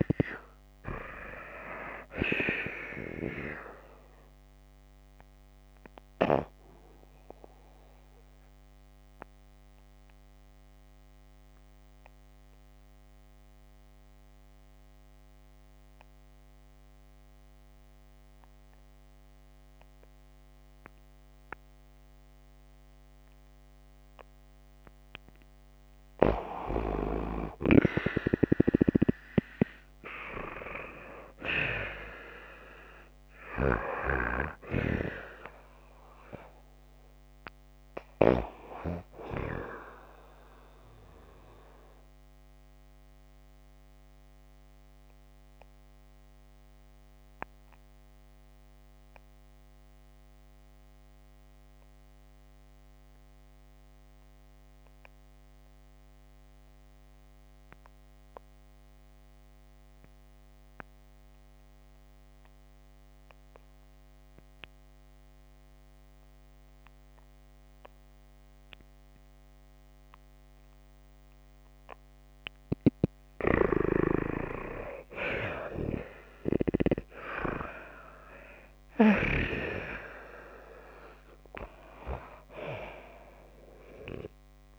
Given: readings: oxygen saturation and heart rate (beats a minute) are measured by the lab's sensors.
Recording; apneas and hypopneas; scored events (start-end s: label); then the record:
breathing in sleep by a microphone on the trachea; 2
0.50-16.50 s: oxygen desaturation (device-marked, oxygen 95% before, 89% lowest)
3.50-24.00 s: obstructive apnea (oxygen 95% before, 89% lowest)
26.00-30.00 s: arousal
31.50-63.50 s: oxygen desaturation (device-marked, oxygen 95% before, 89% lowest)
33.00-38.00 s: snoring (device-marked)
40.50-71.50 s: obstructive apnea (oxygen 95% before, 86% lowest)
73.00-76.50 s: snoring (device-marked)
75.50-79.50 s: arousal
From the record:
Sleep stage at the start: N2 (light sleep); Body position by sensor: on the back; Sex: female